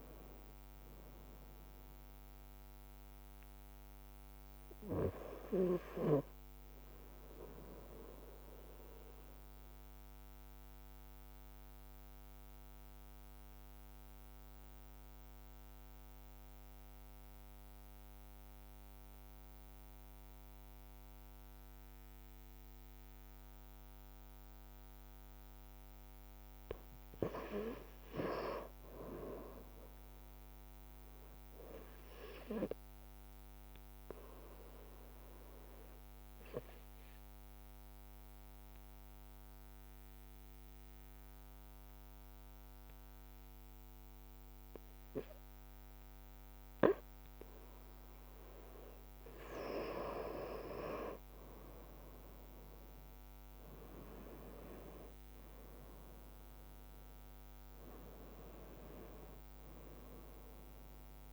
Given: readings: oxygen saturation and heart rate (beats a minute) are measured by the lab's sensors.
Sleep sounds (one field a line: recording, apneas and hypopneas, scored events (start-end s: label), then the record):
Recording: breathing in sleep by a microphone on the trachea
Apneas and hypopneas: 2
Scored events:
5.50-23.50 s: obstructive apnea (oxygen 98% before, 94% lowest, heart rate 59 before, 53 extreme, up 2 after)
21.00-22.50 s: leg movement (device-marked)
25.50-30.00 s: arousal
33.50-49.50 s: obstructive apnea (oxygen 99% before, 94% lowest, heart rate 54 before, 54 extreme, up 3 after)
48.00-61.33 s: oxygen desaturation (device-marked, oxygen 97% before, 94% lowest, heart rate 55 before, 54 extreme)
50.50-53.00 s: leg movement (device-marked)
51.00-56.00 s: arousal
From the record:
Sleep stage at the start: N2 (light sleep)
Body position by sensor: on the right side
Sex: male